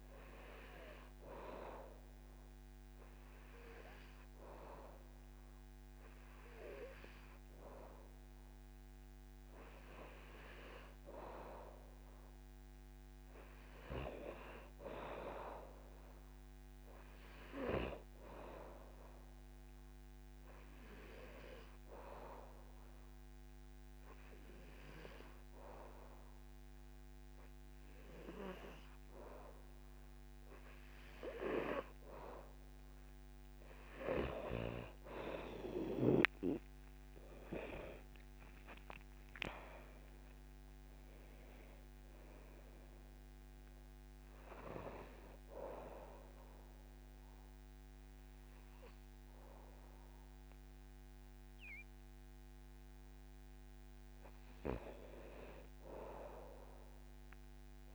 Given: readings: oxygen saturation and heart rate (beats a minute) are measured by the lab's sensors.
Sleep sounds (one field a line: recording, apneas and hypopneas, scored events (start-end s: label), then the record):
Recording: breathing in sleep by a microphone on the trachea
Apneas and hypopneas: 2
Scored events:
0.00-13.00 s: oxygen desaturation (device-marked, oxygen 96% before, 93% lowest, heart rate 77 before, 76 extreme)
1.00-11.50 s: hypopnea (oxygen 96% before, 89% lowest, heart rate 77 before, 76 extreme, up 3 after)
14.50-17.00 s: arousal
20.00-32.50 s: hypopnea (oxygen 97% before, 89% lowest, heart rate 78 before, 69 extreme, up 9 after)
37.00-40.50 s: arousal
39.00-57.95 s: oxygen desaturation (device-marked, oxygen 96% before, 89% lowest, heart rate 78 before, 69 extreme)
From the record:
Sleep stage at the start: N2 (light sleep)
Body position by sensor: on the back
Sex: male